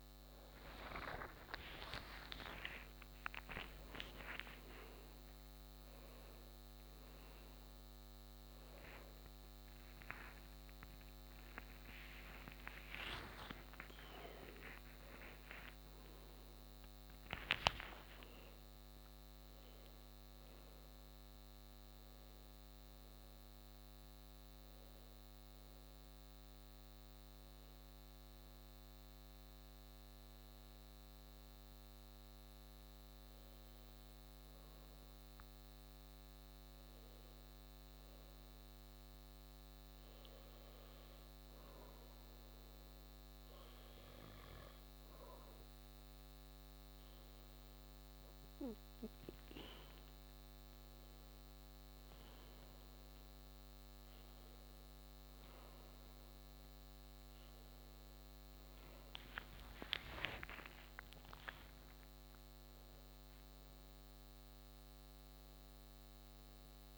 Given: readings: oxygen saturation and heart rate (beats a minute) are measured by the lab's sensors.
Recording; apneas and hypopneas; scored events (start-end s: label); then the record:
a person partly awake in a sleep study, by a microphone on the trachea; 1
0.00-14.00 s: oxygen desaturation (device-marked, oxygen 97% before, 93% lowest, heart rate 108 before, 26 extreme)
30.00-66.98 s: new sleep stage, N2 (light sleep)
30.50-48.00 s: hypopnea (oxygen 95% before, 94% lowest, heart rate 59 before, 27 extreme)
54.50-60.50 s: arousal
From the record:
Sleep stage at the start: awake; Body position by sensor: on the back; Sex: male